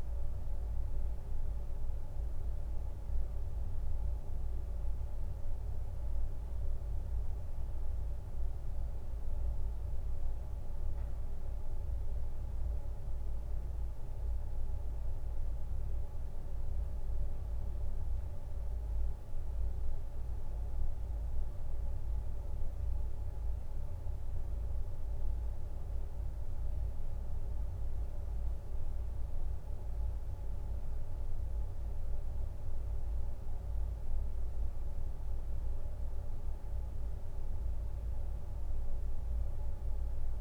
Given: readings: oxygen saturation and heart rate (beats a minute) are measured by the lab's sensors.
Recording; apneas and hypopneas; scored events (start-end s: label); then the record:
a person awake in a sleep study, hard to hear, by a room microphone; none
none scored
From the record:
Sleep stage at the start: awake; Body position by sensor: on the right side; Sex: male